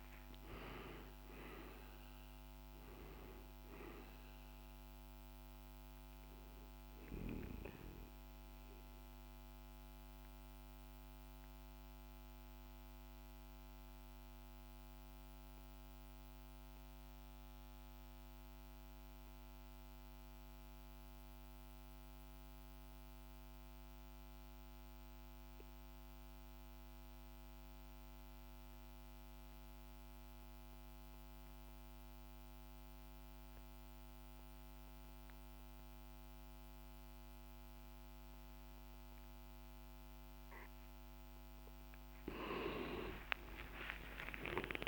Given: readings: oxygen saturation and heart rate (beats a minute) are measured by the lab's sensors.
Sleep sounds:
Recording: breathing in sleep by a microphone on the trachea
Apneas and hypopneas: 1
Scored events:
0.00-19.50 s: oxygen desaturation (device-marked, oxygen 88% lowest, heart rate 49 extreme)
8.00-40.00 s: mixed apnea (oxygen 98% before, 85% lowest, heart rate 59 before, 49 extreme, up 23 after)
31.50-44.88 s: oxygen desaturation (device-marked, oxygen 100% before, 85% lowest, heart rate 50 before, 47 extreme)
42.00-44.88 s: arousal
From the record:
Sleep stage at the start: N2 (light sleep)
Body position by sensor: on the back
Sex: male

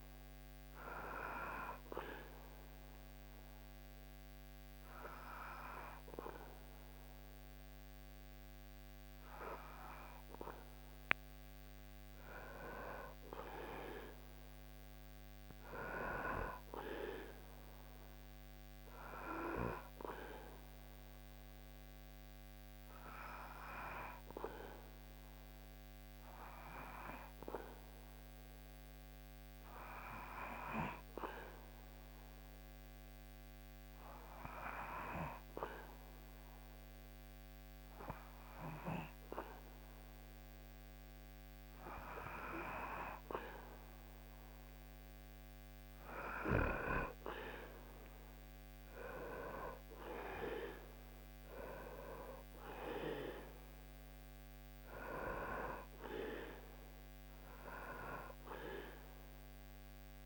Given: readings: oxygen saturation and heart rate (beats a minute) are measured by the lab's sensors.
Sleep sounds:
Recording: breathing in sleep by a microphone on the trachea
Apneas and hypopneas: 2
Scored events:
1.50-11.50 s: obstructive apnea (oxygen 98% before, 95% lowest, heart rate 69 before, 61 extreme, up 13 after)
13.00-17.00 s: arousal
22.00-43.00 s: obstructive apnea (oxygen 98% before, 95% lowest, heart rate 66 before, 61 extreme, up 2 after)
44.00-48.50 s: arousal
From the record:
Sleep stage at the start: N2 (light sleep)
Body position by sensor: on the back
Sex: male

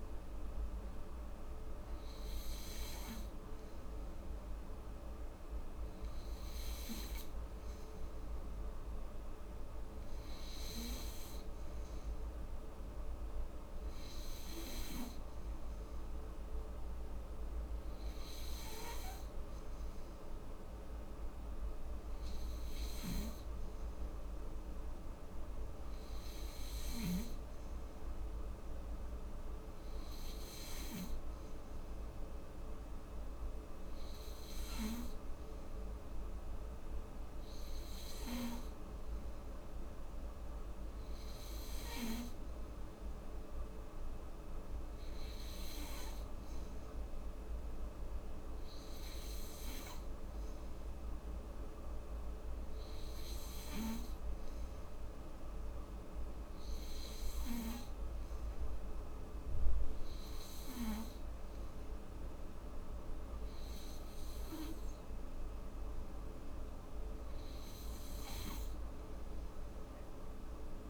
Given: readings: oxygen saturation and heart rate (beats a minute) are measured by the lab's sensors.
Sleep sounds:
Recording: breathing in sleep, hard to hear, by a room microphone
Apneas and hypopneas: none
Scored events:
none scored
From the record:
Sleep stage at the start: N3 (deep sleep)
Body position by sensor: on the back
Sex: female

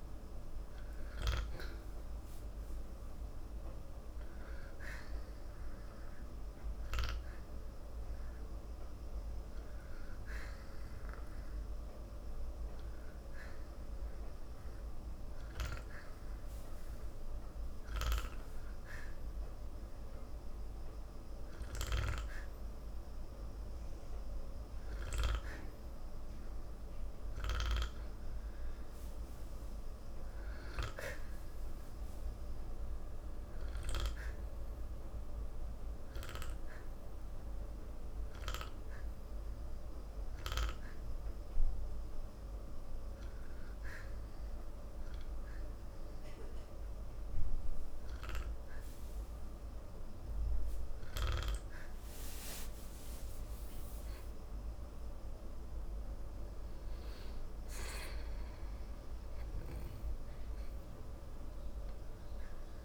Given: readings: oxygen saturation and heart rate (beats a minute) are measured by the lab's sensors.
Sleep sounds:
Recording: breathing in sleep by a room microphone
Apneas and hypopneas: 2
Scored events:
5.50-19.50 s: hypopnea (oxygen 94% before, 90% lowest, heart rate 61 before, 55 extreme, up 2 after)
22.50-26.50 s: arousal
39.50-51.50 s: hypopnea (oxygen 92% before, 90% lowest)
53.50-58.00 s: arousal
From the record:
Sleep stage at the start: N2 (light sleep)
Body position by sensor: on the back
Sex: male

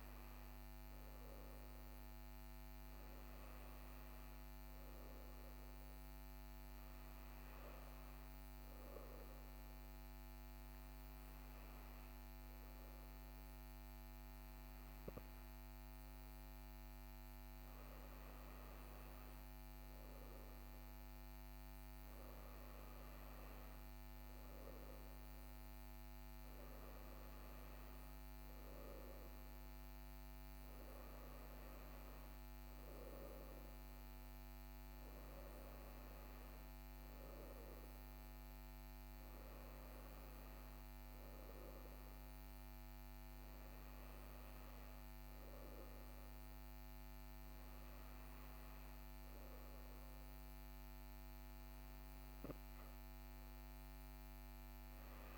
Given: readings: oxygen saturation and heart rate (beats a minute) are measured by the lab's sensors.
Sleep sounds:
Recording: breathing in sleep, hard to hear, by a microphone on the trachea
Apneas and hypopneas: none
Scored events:
42.00-46.00 s: arousal
From the record:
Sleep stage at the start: N2 (light sleep)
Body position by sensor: on the right side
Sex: male

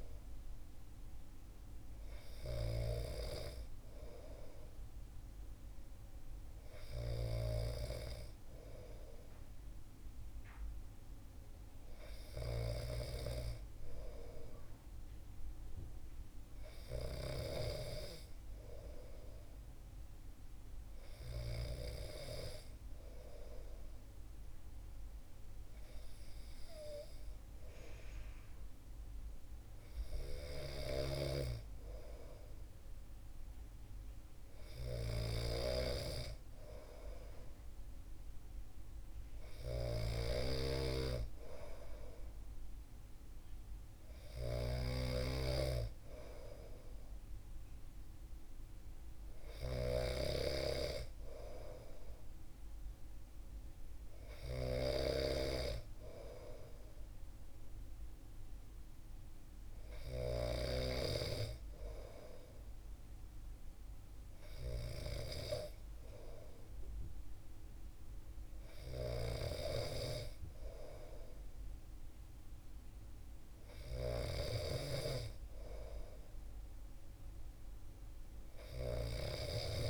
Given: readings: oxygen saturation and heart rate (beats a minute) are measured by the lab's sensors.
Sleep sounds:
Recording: breathing in sleep by a room microphone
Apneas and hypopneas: none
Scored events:
0.00-13.00 s: snoring (device-marked)
30.00-60.00 s: snoring (device-marked)
68.50-79.89 s: snoring (device-marked)
From the record:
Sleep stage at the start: N2 (light sleep)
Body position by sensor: on the back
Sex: male

